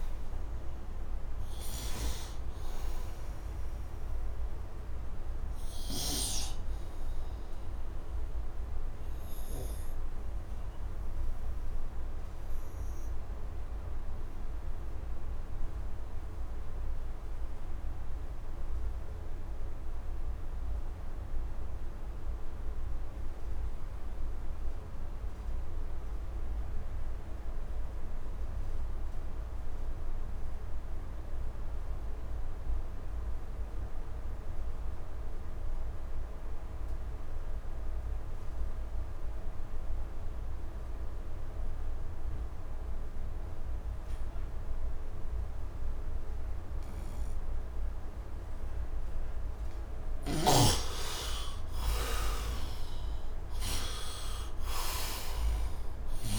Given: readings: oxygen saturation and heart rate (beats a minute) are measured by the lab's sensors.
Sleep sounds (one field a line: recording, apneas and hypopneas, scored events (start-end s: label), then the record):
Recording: breathing in sleep by a room microphone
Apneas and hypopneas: 1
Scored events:
0.00-14.00 s: oxygen desaturation (device-marked, oxygen 99% before, 76% lowest, heart rate 74 before, 70 extreme)
6.50-48.50 s: obstructive apnea (oxygen 98% before, 68% lowest, heart rate 81 before, 70 extreme, up 10 after)
25.00-56.39 s: oxygen desaturation (device-marked, oxygen 99% before, 68% lowest, heart rate 72 before, 70 extreme)
50.50-54.00 s: arousal
From the record:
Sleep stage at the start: N2 (light sleep)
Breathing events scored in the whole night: 417 in 5.0 hours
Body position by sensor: on the right side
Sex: male